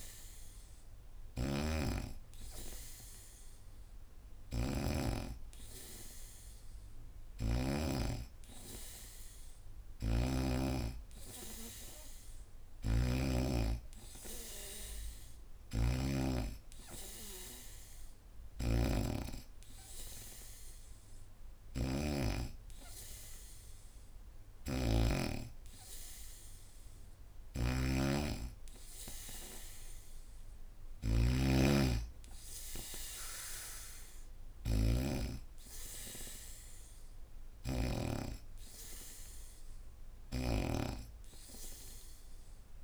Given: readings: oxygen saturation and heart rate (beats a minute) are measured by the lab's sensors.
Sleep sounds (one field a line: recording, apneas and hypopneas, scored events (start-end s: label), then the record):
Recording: breathing in sleep by a room microphone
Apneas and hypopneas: none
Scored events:
0.00-7.50 s: snoring (device-marked)
9.50-13.00 s: snoring (device-marked)
15.00-40.50 s: snoring (device-marked)
39.50-42.84 s: oxygen desaturation (device-marked, oxygen 94% before, 91% lowest, heart rate 76 before, 73 extreme)
From the record:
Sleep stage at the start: N2 (light sleep)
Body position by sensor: on the back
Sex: female